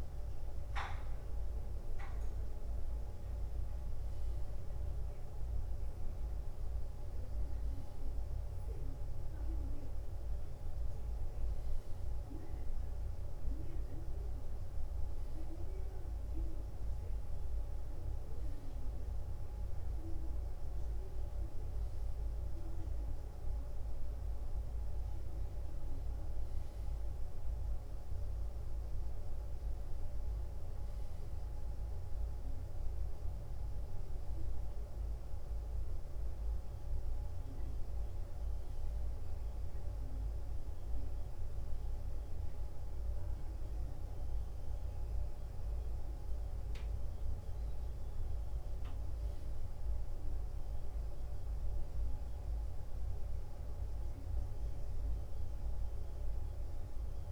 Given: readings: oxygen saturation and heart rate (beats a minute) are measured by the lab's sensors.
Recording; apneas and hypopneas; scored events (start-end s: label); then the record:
a person awake in a sleep study, hard to hear, by a room microphone; none
31.50-57.32 s: new sleep stage, N1 (lightest sleep)
From the record:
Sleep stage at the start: awake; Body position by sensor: on the back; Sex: male